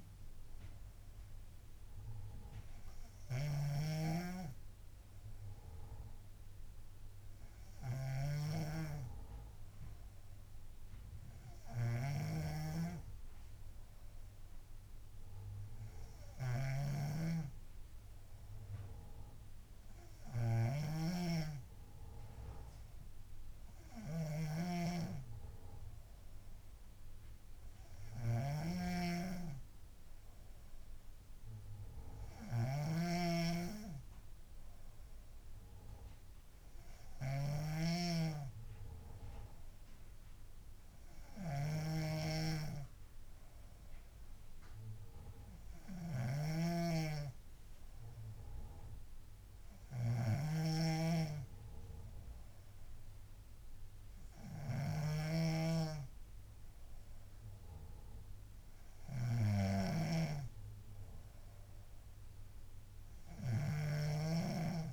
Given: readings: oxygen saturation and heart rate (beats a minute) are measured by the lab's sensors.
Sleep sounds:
breathing in sleep by a room microphone; none
0.00-64.93 s: snoring (device-marked)
35.00-64.93 s: new sleep stage, N3 (deep sleep)
From the record:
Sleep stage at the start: N2 (light sleep); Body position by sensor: on the back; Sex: female

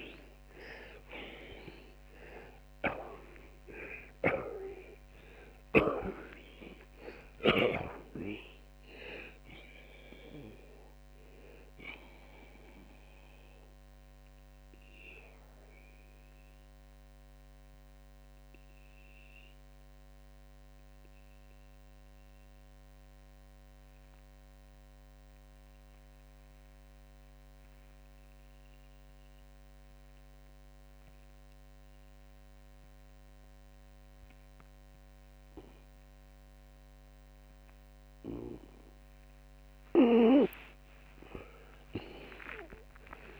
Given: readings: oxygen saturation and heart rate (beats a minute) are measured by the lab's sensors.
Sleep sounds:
breathing in sleep by a microphone on the trachea; 1
0.00-2.00 s: arousal
3.50-7.50 s: snoring (device-marked)
13.00-39.00 s: obstructive apnea (oxygen 91% before, 81% lowest)
26.00-43.00 s: oxygen desaturation (device-marked, oxygen 90% before, 81% lowest)
41.00-43.40 s: arousal
From the record:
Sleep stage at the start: N2 (light sleep); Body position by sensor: on the back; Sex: male

